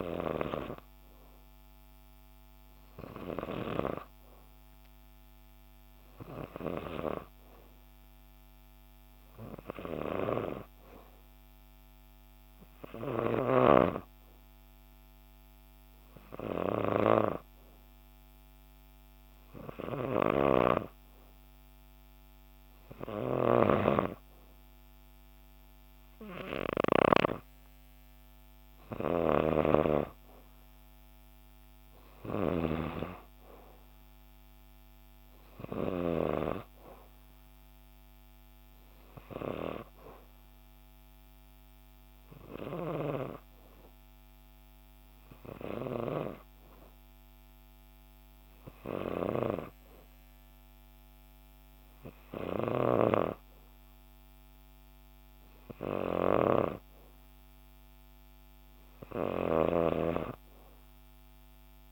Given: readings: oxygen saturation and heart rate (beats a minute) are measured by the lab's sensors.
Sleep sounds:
breathing in sleep by a microphone on the trachea; 2
11.00-28.00 s: hypopnea (oxygen 94% before, 89% lowest, heart rate 60 before, 60 extreme, up 1 after)
23.50-30.00 s: snoring (device-marked)
30.00-33.00 s: arousal
33.50-57.50 s: oxygen desaturation (device-marked, oxygen 92% before, 89% lowest, heart rate 61 before, 59 extreme)
41.50-54.50 s: hypopnea (oxygen 93% before, 89% lowest, heart rate 61 before, 59 extreme, up 1 after)
59.50-61.92 s: arousal
From the record:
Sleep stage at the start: N2 (light sleep); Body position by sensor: on the right side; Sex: female

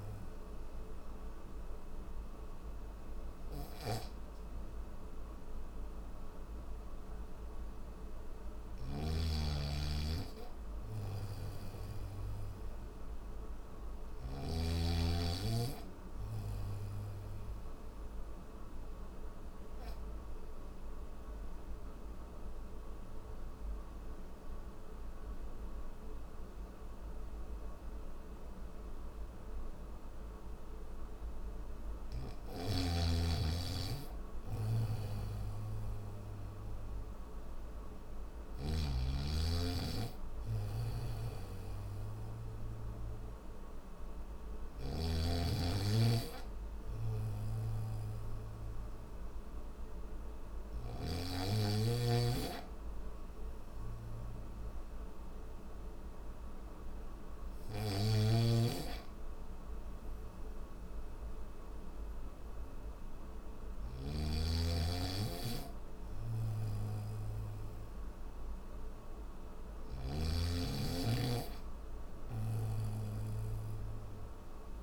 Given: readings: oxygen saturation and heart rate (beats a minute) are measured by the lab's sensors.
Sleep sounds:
breathing in sleep by a room microphone; none
8.00-14.00 s: snoring (device-marked)
18.50-74.83 s: new sleep stage, N1 (lightest sleep)
32.00-38.00 s: snoring (device-marked)
40.00-50.50 s: snoring (device-marked)
42.50-61.50 s: oxygen desaturation (device-marked, oxygen 97% before, 93% lowest, heart rate 70 before, 69 extreme)
57.00-63.50 s: snoring (device-marked)
65.50-69.50 s: snoring (device-marked)
From the record:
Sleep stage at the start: N3 (deep sleep); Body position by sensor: on the back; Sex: male

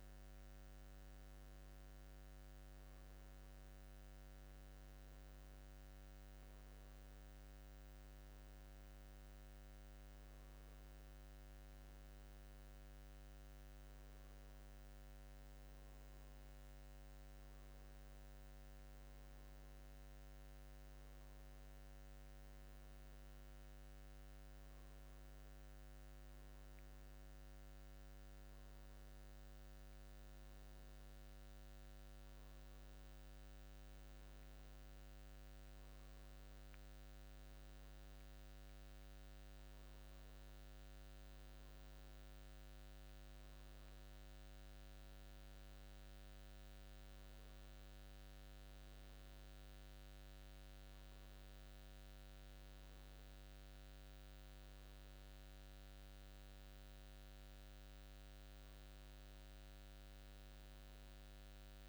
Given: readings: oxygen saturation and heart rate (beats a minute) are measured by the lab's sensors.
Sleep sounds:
breathing in sleep, hard to hear, by a microphone on the trachea; none
34.50-36.50 s: long interval between heartbeats (device-marked, heart rate 86 before, 86 extreme)
From the record:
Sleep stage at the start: N2 (light sleep); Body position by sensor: on the back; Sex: male

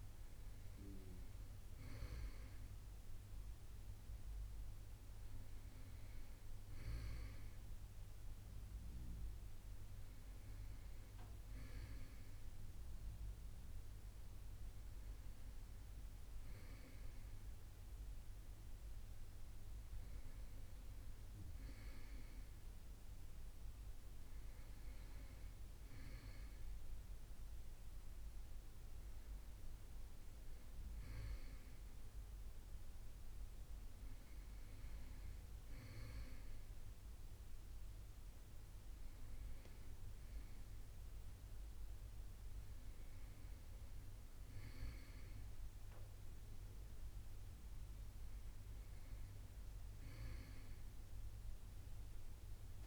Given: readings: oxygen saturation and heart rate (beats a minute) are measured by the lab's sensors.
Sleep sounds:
a person awake in a sleep study, by a room microphone; none
none scored
From the record:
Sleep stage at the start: awake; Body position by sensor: on the right side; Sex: male

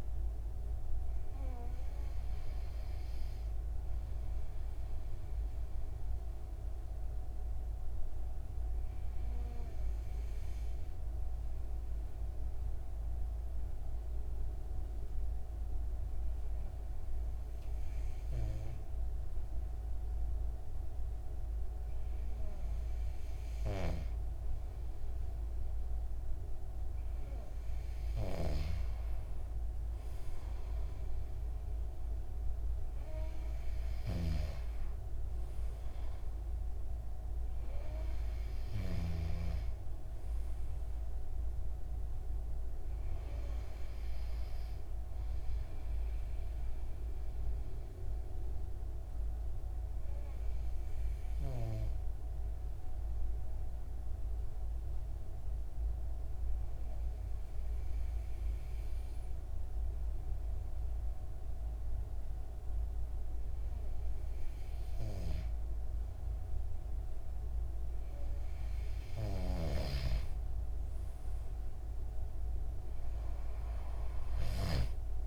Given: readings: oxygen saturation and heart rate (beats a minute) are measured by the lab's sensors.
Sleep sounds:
breathing in sleep by a room microphone; 2
4.50-24.00 s: obstructive apnea (oxygen 96% before, 94% lowest, heart rate 71 before, 58 extreme, up 1 after)
25.50-28.50 s: arousal
47.00-66.50 s: obstructive apnea (oxygen 96% before, 91% lowest, heart rate 67 before, 42 extreme, up 11 after)
From the record:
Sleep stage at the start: N2 (light sleep); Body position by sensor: on the back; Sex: male

